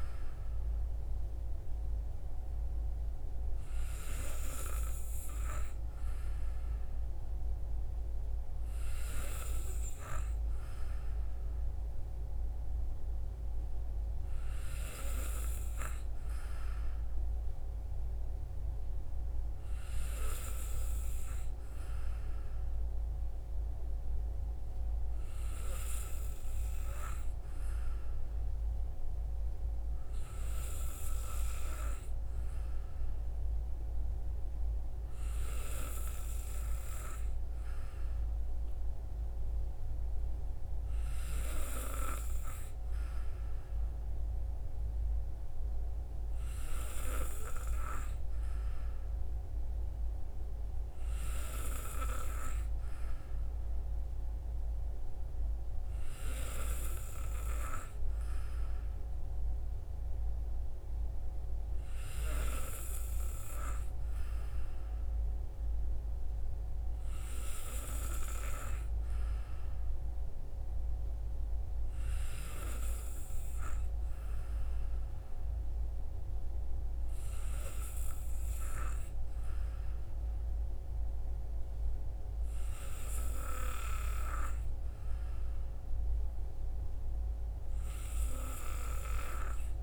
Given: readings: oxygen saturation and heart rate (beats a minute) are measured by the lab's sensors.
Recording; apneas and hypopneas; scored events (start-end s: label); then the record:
breathing in sleep by a room microphone; none
none scored
From the record:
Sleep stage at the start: N2 (light sleep); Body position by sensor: on the back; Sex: male